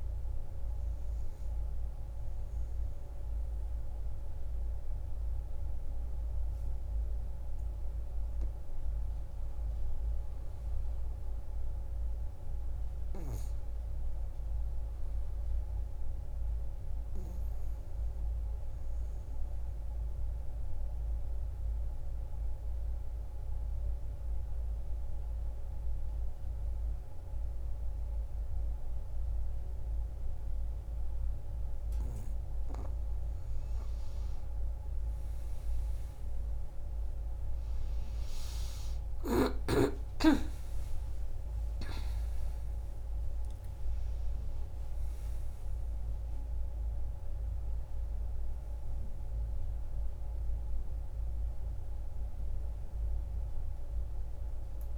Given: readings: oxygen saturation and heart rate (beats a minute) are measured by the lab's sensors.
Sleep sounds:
breathing in sleep, hard to hear, by a room microphone; 1
0.00-2.50 s: oxygen desaturation (device-marked, oxygen 93% lowest)
19.50-32.00 s: obstructive apnea (oxygen 96% before, 87% lowest)
33.50-36.50 s: arousal
34.50-54.98 s: oxygen desaturation (device-marked, oxygen 95% before, 87% lowest)
From the record:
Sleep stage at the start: N2 (light sleep); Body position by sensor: on the back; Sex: female

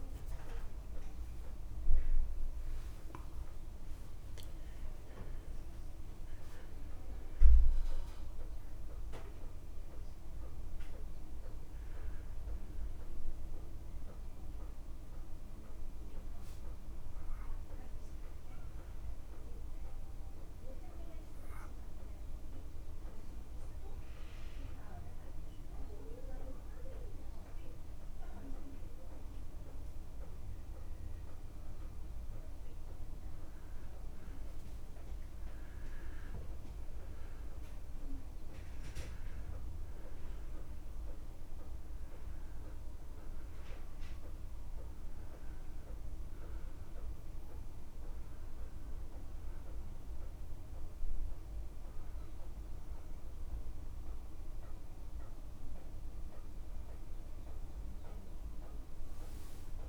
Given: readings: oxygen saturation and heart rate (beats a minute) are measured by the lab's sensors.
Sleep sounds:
a person awake in a sleep study, hard to hear, by a room microphone; none
30.00-59.89 s: new sleep stage, N1 (lightest sleep)
43.00-59.89 s: oxygen desaturation (device-marked, oxygen 96% before, 91% lowest, heart rate 62 before, 59 extreme)
From the record:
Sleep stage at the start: awake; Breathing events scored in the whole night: 305 in 3.8 hours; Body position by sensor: on the back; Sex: male

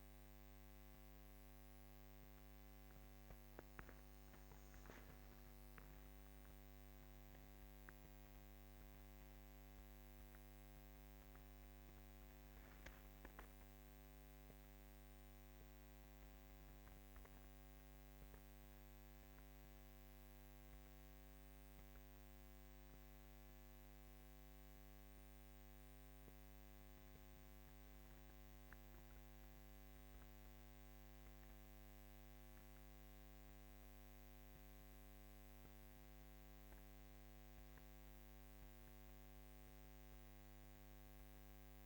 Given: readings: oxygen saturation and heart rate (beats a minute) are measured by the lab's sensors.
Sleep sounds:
breathing in sleep, hard to hear, by a microphone on the trachea; none
none scored
From the record:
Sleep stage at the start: N1 (lightest sleep); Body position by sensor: on the back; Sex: female

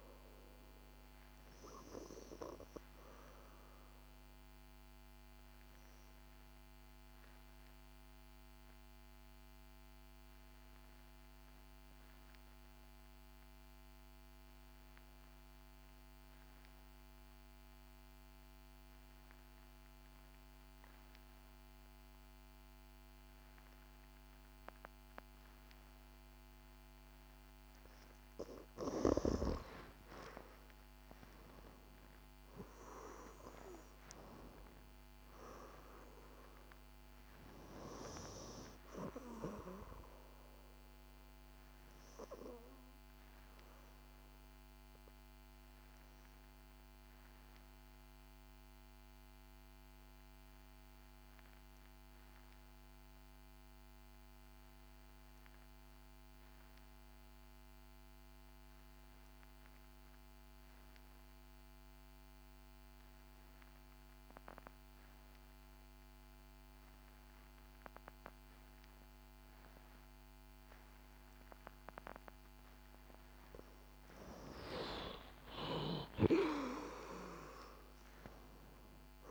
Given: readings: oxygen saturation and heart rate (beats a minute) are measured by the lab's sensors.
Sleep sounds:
breathing in sleep by a microphone on the trachea; 2
0.00-21.00 s: oxygen desaturation (device-marked, oxygen 87% lowest, heart rate 54 extreme)
2.00-29.00 s: obstructive apnea (oxygen 97% before, 87% lowest, heart rate 68 before, 54 extreme, up 13 after)
31.00-36.00 s: arousal
38.00-63.00 s: oxygen desaturation (device-marked, oxygen 97% before, 89% lowest, heart rate 60 before, 57 extreme)
44.50-73.50 s: obstructive apnea (oxygen 97% before, 86% lowest, heart rate 63 before, 53 extreme, up 7 after)
71.00-77.00 s: oxygen desaturation (device-marked, oxygen 97% before, 94% lowest, heart rate 60 before, 53 extreme)
75.00-79.31 s: arousal
From the record:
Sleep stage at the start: N2 (light sleep); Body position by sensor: on the back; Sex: female

